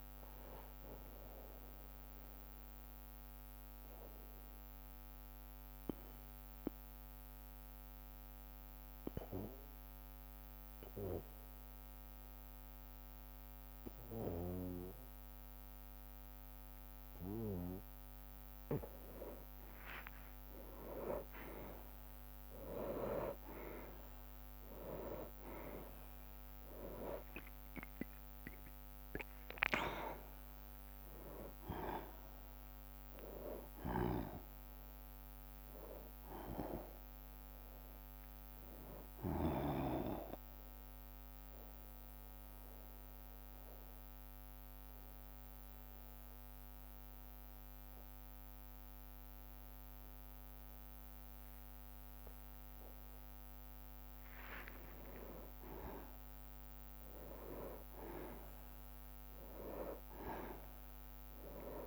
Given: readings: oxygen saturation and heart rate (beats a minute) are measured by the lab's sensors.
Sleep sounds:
breathing in sleep by a microphone on the trachea; 2
0.00-1.50 s: bradycardia (device-marked, heart rate 56 extreme)
0.00-15.50 s: oxygen desaturation (device-marked, oxygen 93% lowest, heart rate 56 extreme)
1.00-18.00 s: mixed apnea (oxygen 97% before, 90% lowest, heart rate 56 before, 57 extreme, up 6 after)
5.50-20.50 s: bradycardia (device-marked, heart rate 66 before, 57 extreme)
20.00-25.00 s: arousal
21.50-33.50 s: drop in pulse transit time (device-marked, heart rate 58 before, 58 extreme)
24.50-27.50 s: bradycardia (device-marked, heart rate 65 before, 62 extreme)
24.50-52.50 s: oxygen desaturation (device-marked, oxygen 97% before, 90% lowest, heart rate 59 before, 52 extreme)
32.50-34.50 s: long interval between heartbeats (device-marked, heart rate 59 before, 64 extreme)
40.50-54.50 s: mixed apnea (oxygen 97% before, 90% lowest, heart rate 63 before, 52 extreme, up 9 after)
41.50-57.50 s: bradycardia (device-marked, heart rate 63 before, 52 extreme)
56.00-60.00 s: arousal
From the record:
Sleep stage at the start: N2 (light sleep); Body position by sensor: on the back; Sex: male

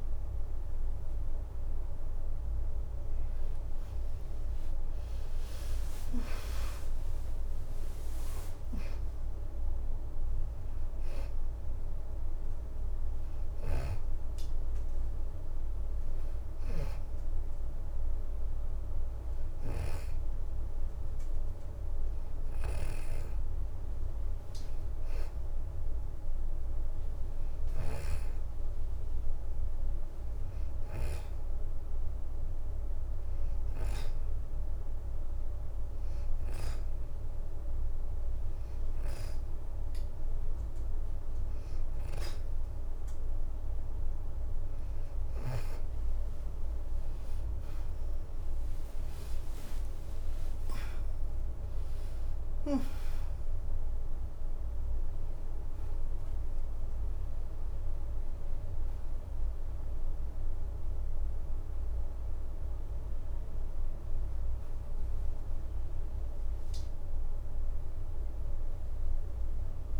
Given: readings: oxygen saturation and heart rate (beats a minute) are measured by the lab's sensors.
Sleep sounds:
breathing in sleep by a room microphone; none
1.50-5.50 s: arousal
4.50-9.50 s: leg movement (device-marked)
46.50-52.00 s: arousal
48.00-70.00 s: oxygen desaturation (device-marked, oxygen 94% before, 89% lowest, heart rate 81 before, 79 extreme)
49.00-51.50 s: leg movement (device-marked)
60.00-61.00 s: leg movement (device-marked)
64.50-65.50 s: leg movement (device-marked)
From the record:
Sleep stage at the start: N2 (light sleep); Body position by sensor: on the back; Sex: female

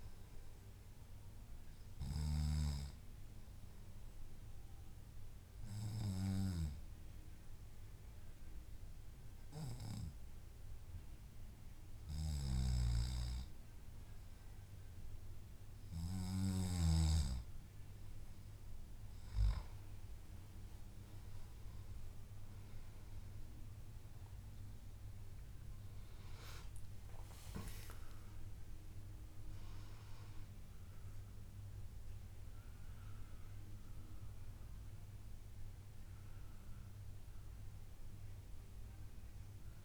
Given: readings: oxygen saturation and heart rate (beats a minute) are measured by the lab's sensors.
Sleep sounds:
breathing in sleep by a room microphone; 1
1.50-16.50 s: obstructive apnea (oxygen 95% before, 91% lowest, heart rate 145 before, 120 extreme, up 27 after)
10.00-12.00 s: long interval between heartbeats (device-marked, heart rate 145 before, 126 extreme)
22.50-27.50 s: arousal
28.00-39.84 s: oxygen desaturation (device-marked, oxygen 96% before, 91% lowest, heart rate 134 before, 145 extreme)
From the record:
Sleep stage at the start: N2 (light sleep); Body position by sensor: on the back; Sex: male

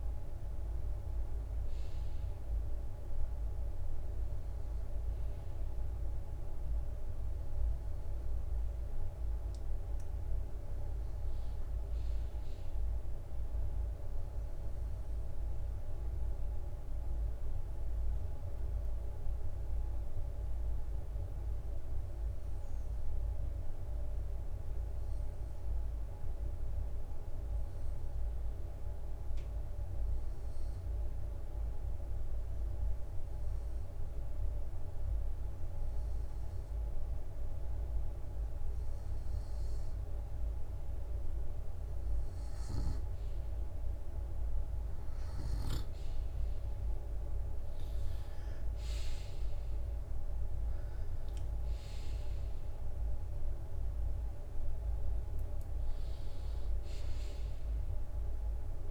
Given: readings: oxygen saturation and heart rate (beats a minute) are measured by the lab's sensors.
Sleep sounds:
breathing in sleep, hard to hear, by a room microphone; 1
15.50-42.00 s: hypopnea (oxygen 98% before, 94% lowest, heart rate 68 before, 63 extreme, up 1 after)
39.00-51.00 s: oxygen desaturation (device-marked, oxygen 97% before, 94% lowest, heart rate 65 before, 64 extreme)
50.00-58.91 s: drop in pulse transit time (device-marked, heart rate 66 before, 66 extreme)
51.00-55.50 s: arousal
From the record:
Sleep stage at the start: N2 (light sleep); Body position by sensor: on the right side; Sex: male

